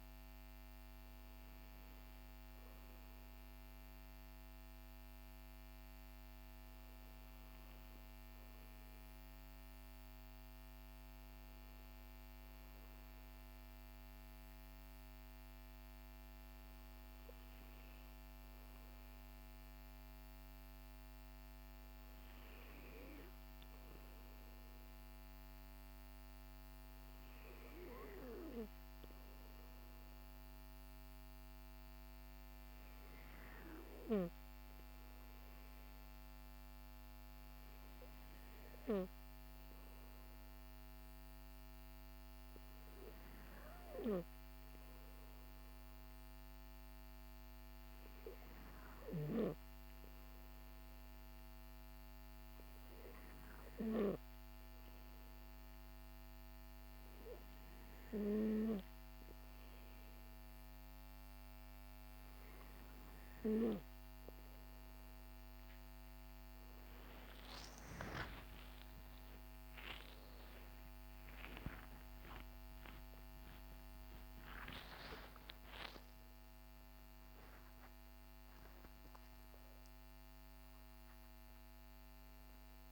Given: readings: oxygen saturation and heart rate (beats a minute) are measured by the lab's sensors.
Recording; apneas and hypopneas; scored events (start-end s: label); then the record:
breathing in sleep by a microphone on the trachea; 1
33.00-61.50 s: obstructive apnea (oxygen 98% before, 95% lowest, heart rate 53 before, 51 extreme, up 9 after)
67.50-74.00 s: arousal
From the record:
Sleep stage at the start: N2 (light sleep); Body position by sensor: on the back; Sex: male